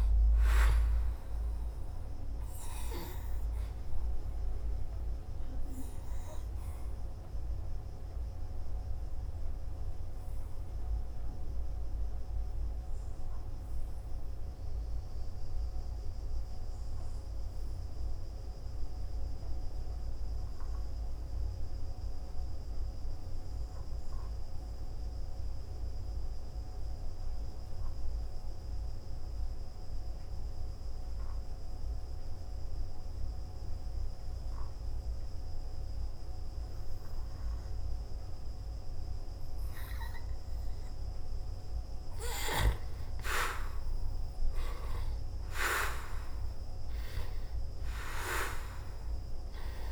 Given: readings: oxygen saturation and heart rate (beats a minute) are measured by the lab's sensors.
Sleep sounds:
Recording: breathing in sleep by a room microphone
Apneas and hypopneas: 1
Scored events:
0.00-3.00 s: oxygen desaturation (device-marked, oxygen 94% lowest, heart rate 56 extreme)
7.00-39.00 s: hypopnea (oxygen 97% before, 86% lowest, heart rate 56 before, 52 extreme, up 0 after)
24.00-36.00 s: oxygen desaturation (device-marked, oxygen 96% before, 89% lowest, heart rate 59 before, 52 extreme)
42.50-46.50 s: arousal
From the record:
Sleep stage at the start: N2 (light sleep)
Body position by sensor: on the back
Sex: male

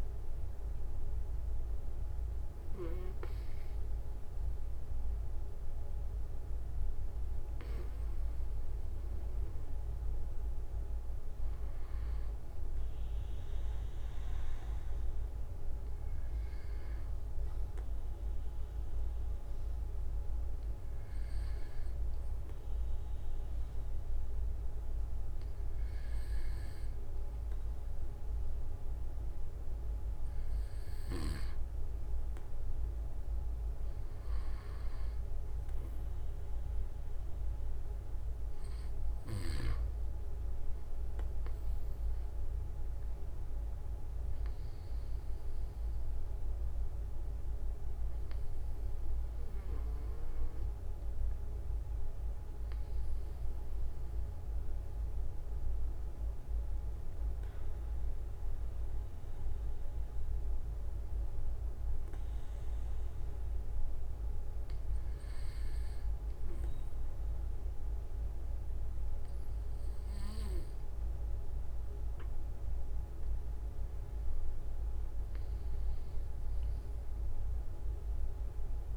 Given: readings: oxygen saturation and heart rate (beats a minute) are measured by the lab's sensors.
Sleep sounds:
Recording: breathing in sleep, hard to hear, by a room microphone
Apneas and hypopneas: 2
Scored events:
4.50-6.50 s: long interval between heartbeats (device-marked)
14.50-37.50 s: obstructive apnea (oxygen 95% before, 93% lowest)
24.50-26.50 s: long interval between heartbeats (device-marked)
32.50-34.50 s: long interval between heartbeats (device-marked)
37.50-39.50 s: long interval between heartbeats (device-marked)
40.50-44.00 s: arousal
47.00-49.00 s: long interval between heartbeats (device-marked)
58.50-73.50 s: obstructive apnea (oxygen 95% before, 94% lowest)
64.50-66.50 s: long interval between heartbeats (device-marked)
68.50-70.50 s: long interval between heartbeats (device-marked)
76.00-78.97 s: arousal
From the record:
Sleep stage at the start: N2 (light sleep)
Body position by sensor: on the right side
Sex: male

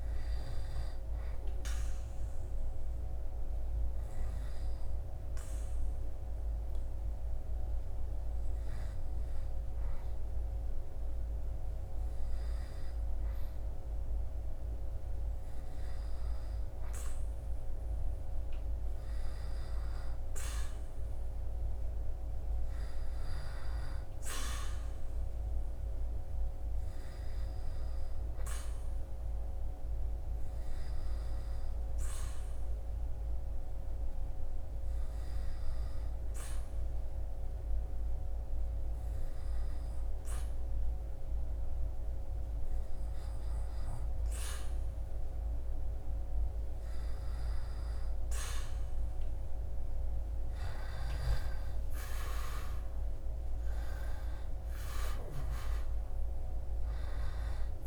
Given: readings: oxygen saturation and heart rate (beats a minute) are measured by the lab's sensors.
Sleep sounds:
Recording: breathing in sleep, hard to hear, by a room microphone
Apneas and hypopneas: 2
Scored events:
1.00-14.50 s: obstructive apnea (oxygen 98% before, 95% lowest, heart rate 67 before, 61 extreme, up 6 after)
15.50-20.00 s: arousal
28.50-44.00 s: obstructive apnea (oxygen 98% before, 95% lowest, heart rate 64 before, 63 extreme, up 3 after)
45.00-49.50 s: arousal
From the record:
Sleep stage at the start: N2 (light sleep)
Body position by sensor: on the back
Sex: male

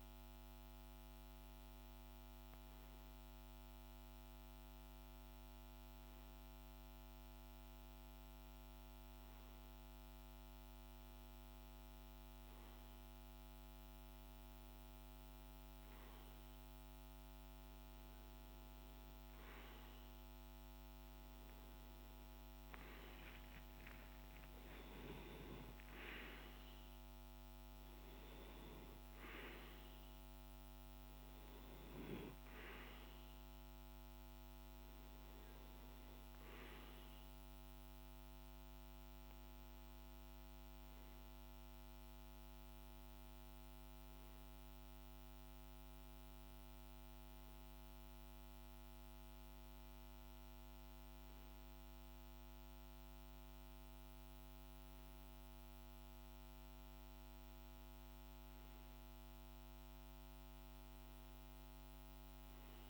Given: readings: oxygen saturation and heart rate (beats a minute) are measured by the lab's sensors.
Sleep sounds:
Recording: breathing in sleep, hard to hear, by a microphone on the trachea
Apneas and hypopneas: none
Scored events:
19.50-22.50 s: arousal
22.00-53.00 s: oxygen desaturation (device-marked, oxygen 98% before, 95% lowest, heart rate 51 before, 50 extreme)
From the record:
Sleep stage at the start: REM sleep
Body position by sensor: on the back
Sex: male

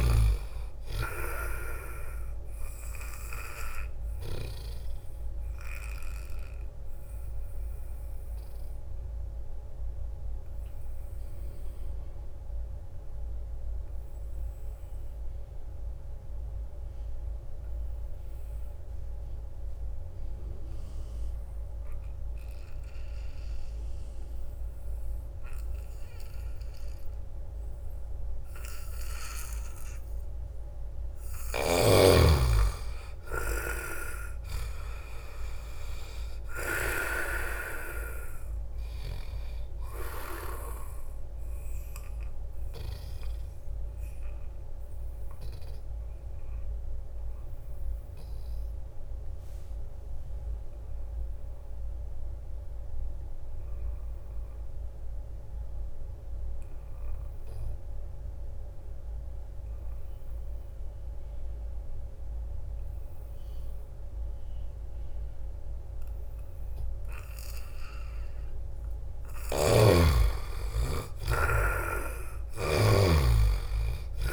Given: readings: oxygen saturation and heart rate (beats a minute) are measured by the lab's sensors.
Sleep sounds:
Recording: breathing in sleep by a room microphone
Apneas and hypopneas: 2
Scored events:
0.00-15.00 s: oxygen desaturation (device-marked, oxygen 78% lowest)
2.50-31.00 s: obstructive apnea (oxygen 96% before, 76% lowest)
18.00-20.00 s: long interval between heartbeats (device-marked)
20.50-22.50 s: long interval between heartbeats (device-marked)
22.00-59.00 s: oxygen desaturation (device-marked, oxygen 97% before, 76% lowest)
24.00-26.00 s: long interval between heartbeats (device-marked)
27.00-29.00 s: long interval between heartbeats (device-marked, heart rate 30 before, 40 extreme)
31.00-33.00 s: long interval between heartbeats (device-marked, heart rate 35 before, 26 extreme)
32.50-36.00 s: arousal
41.50-67.50 s: obstructive apnea (oxygen 97% before, 76% lowest)
51.00-53.00 s: long interval between heartbeats (device-marked)
66.00-74.33 s: oxygen desaturation (device-marked, oxygen 97% before, 79% lowest)
69.00-73.00 s: arousal
69.50-74.33 s: snoring (device-marked)
70.50-72.50 s: long interval between heartbeats (device-marked)
From the record:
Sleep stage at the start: N2 (light sleep)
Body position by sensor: on the back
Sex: male

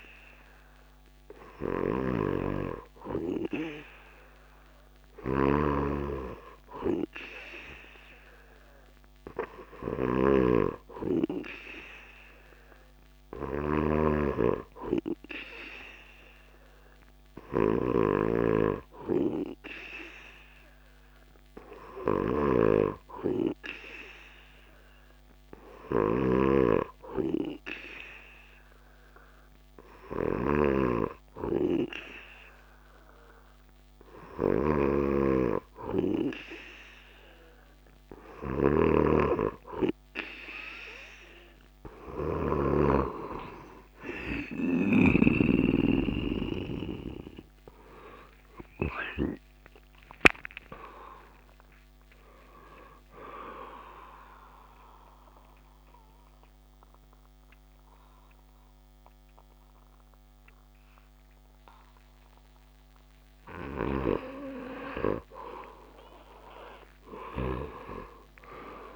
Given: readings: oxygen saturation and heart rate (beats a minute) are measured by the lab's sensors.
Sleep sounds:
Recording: breathing in sleep by a microphone on the trachea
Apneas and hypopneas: 1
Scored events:
0.00-42.00 s: snoring (device-marked)
47.50-52.00 s: arousal
53.50-64.00 s: obstructive apnea (oxygen 98% before, 95% lowest)
56.50-58.50 s: tachycardia (device-marked)
66.50-68.96 s: arousal
From the record:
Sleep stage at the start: N2 (light sleep)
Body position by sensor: on the back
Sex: male

